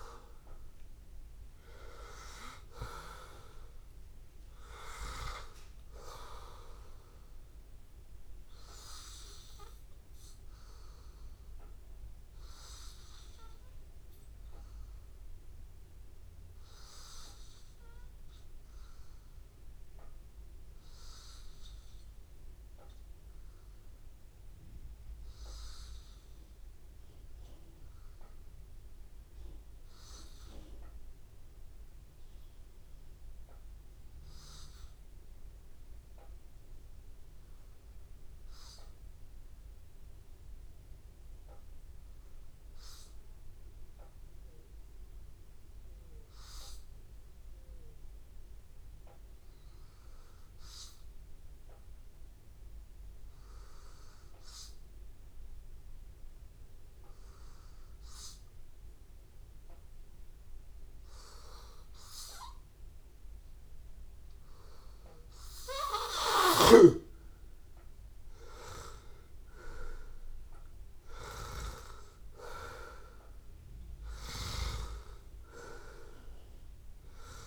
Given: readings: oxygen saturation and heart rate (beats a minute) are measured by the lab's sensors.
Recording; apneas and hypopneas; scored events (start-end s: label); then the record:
breathing in sleep by a room microphone; 1
0.00-20.00 s: oxygen desaturation (device-marked, oxygen 88% lowest, heart rate 83 extreme)
12.50-46.50 s: hypopnea (oxygen 96% before, 89% lowest, heart rate 86 before, 80 extreme, up 0 after)
38.00-77.47 s: oxygen desaturation (device-marked, oxygen 99% before, 90% lowest, heart rate 85 before, 80 extreme)
48.00-51.00 s: arousal
From the record:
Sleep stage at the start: N2 (light sleep); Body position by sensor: on the back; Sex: male